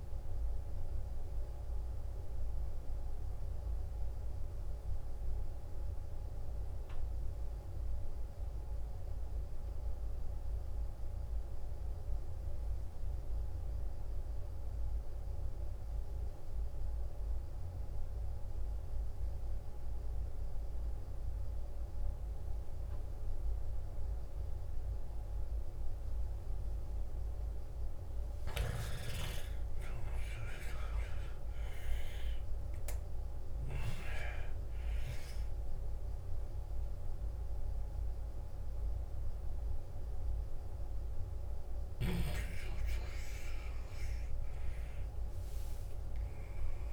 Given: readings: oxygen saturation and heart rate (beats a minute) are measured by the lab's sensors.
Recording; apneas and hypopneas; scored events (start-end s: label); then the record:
breathing in sleep by a room microphone; 1
0.00-5.50 s: oxygen desaturation (device-marked, oxygen 86% lowest, heart rate 55 extreme)
2.50-28.50 s: mixed apnea (oxygen 92% before, 86% lowest, heart rate 77 before, 55 extreme, up 15 after)
22.50-46.93 s: oxygen desaturation (device-marked, oxygen 99% before, 86% lowest, heart rate 59 before, 55 extreme)
30.00-34.00 s: arousal
From the record:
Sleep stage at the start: N2 (light sleep); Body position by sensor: on the left side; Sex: male